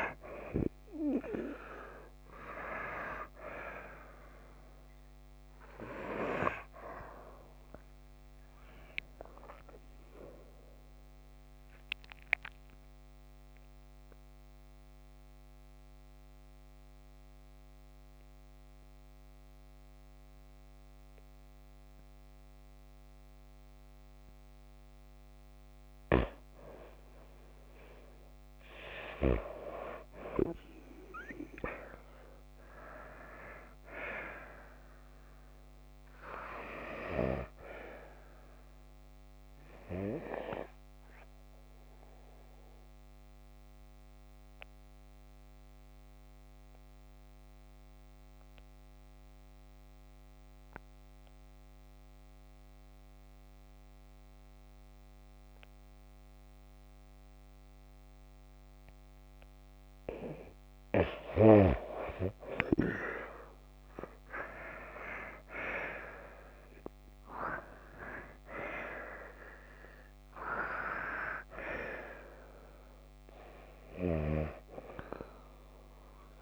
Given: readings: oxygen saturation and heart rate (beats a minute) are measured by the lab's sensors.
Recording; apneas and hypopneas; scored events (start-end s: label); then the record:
breathing in sleep by a microphone on the trachea; 2
0.00-14.00 s: oxygen desaturation (device-marked, oxygen 89% lowest)
11.50-26.50 s: mixed apnea (oxygen 94% before, 89% lowest)
29.50-33.00 s: arousal
40.50-58.50 s: obstructive apnea (oxygen 95% before, 89% lowest)
60.50-64.00 s: arousal
61.00-69.00 s: oxygen desaturation (device-marked, oxygen 96% before, 92% lowest)
From the record:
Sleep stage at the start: N2 (light sleep); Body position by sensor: on the back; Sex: female